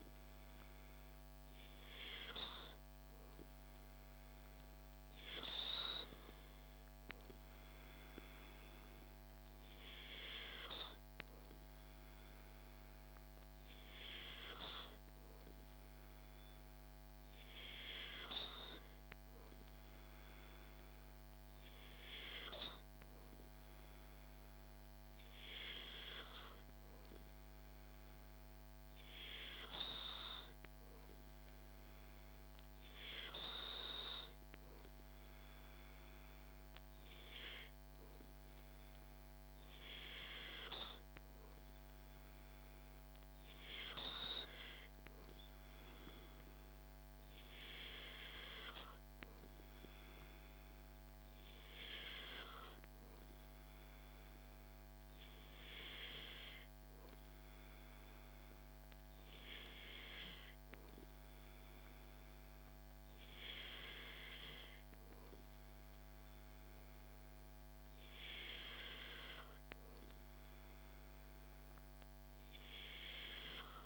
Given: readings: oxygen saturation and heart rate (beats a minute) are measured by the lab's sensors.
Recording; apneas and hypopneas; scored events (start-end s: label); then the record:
breathing in sleep by a microphone on the trachea; none
none scored
From the record:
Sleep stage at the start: N2 (light sleep); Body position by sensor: on the back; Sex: male